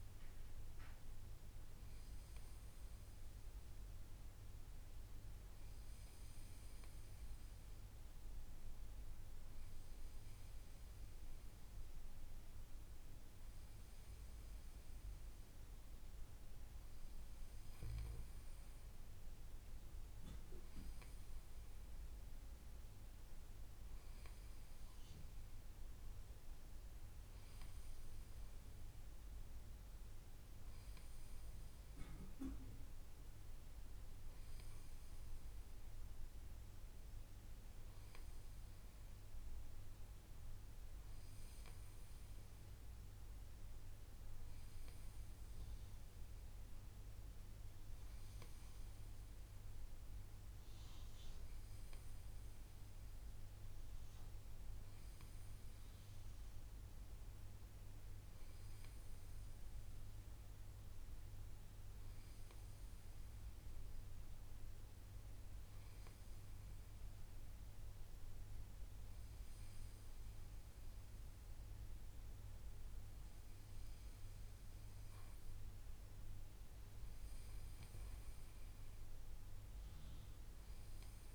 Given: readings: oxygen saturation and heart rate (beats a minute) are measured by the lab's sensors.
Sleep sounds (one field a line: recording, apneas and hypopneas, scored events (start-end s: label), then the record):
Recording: breathing in sleep, hard to hear, by a room microphone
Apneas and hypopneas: none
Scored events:
none scored
From the record:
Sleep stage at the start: N2 (light sleep)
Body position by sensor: on the back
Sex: male